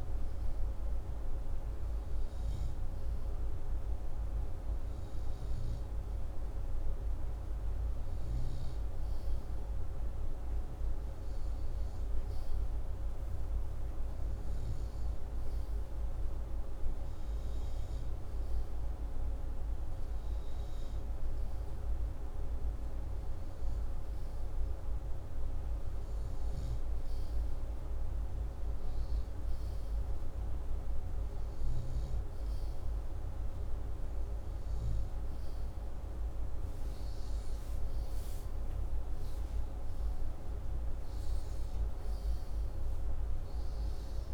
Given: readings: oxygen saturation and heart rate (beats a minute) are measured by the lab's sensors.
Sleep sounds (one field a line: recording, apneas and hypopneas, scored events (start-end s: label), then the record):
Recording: breathing in sleep, hard to hear, by a room microphone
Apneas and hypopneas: none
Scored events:
none scored
From the record:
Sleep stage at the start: N2 (light sleep)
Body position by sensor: upright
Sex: male